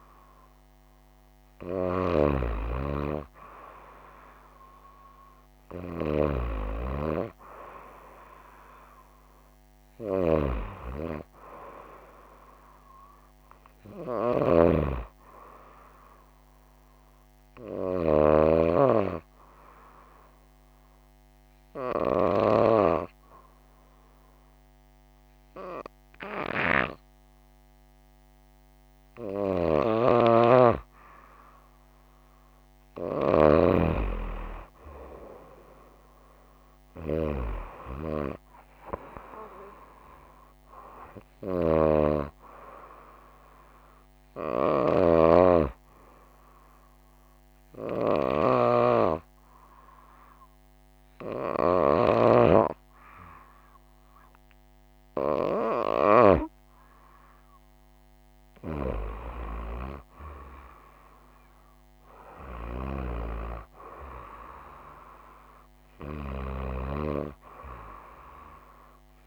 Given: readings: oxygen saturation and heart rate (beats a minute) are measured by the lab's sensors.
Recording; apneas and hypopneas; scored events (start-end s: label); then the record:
breathing in sleep by a microphone on the trachea; 2
18.00-31.00 s: hypopnea (oxygen 95% before, 94% lowest, heart rate 57 before, 54 extreme, up 5 after)
32.00-35.50 s: arousal
44.00-56.50 s: hypopnea (oxygen 95% before, 94% lowest, heart rate 58 before, 54 extreme, up 6 after)
58.00-62.00 s: arousal
From the record:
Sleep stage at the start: N2 (light sleep); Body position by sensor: on the right side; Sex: female